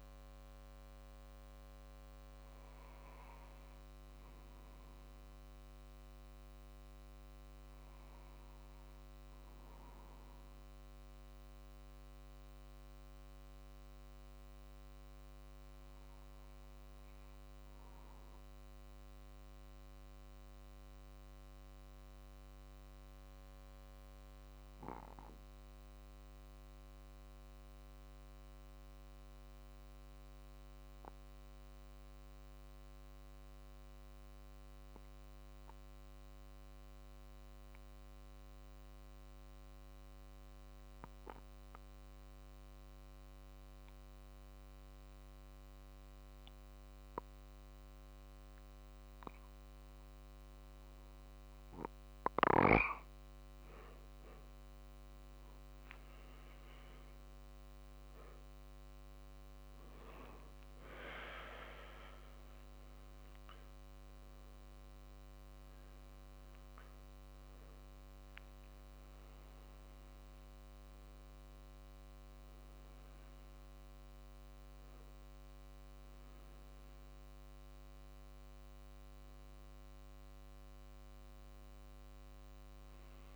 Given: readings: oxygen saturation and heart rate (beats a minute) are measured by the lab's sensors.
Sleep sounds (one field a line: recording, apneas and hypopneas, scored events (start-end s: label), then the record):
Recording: breathing in sleep, hard to hear, by a microphone on the trachea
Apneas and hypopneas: 1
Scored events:
0.00-15.50 s: oxygen desaturation (device-marked, oxygen 91% lowest, heart rate 46 extreme)
2.00-50.50 s: obstructive apnea (oxygen 95% before, 87% lowest, heart rate 47 before, 46 extreme, up 3 after)
48.50-72.50 s: oxygen desaturation (device-marked, oxygen 96% before, 92% lowest, heart rate 48 before, 49 extreme)
53.00-57.50 s: arousal
60.50-80.50 s: drop in pulse transit time (device-marked, heart rate 48 before, 52 extreme)
From the record:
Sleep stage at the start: N2 (light sleep)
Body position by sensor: on the back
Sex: male